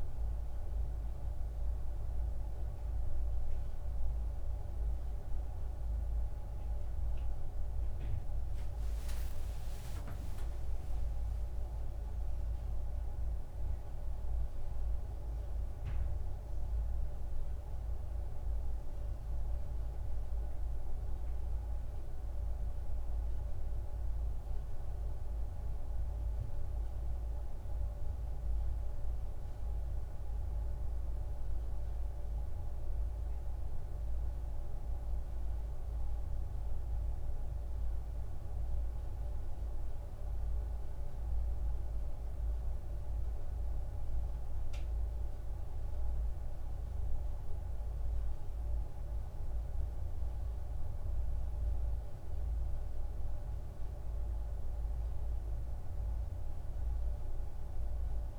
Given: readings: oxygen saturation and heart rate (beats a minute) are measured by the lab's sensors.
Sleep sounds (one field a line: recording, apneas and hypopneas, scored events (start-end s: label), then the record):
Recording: a person awake in a sleep study, hard to hear, by a room microphone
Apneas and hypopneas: none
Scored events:
none scored
From the record:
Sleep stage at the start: awake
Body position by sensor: on the back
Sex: male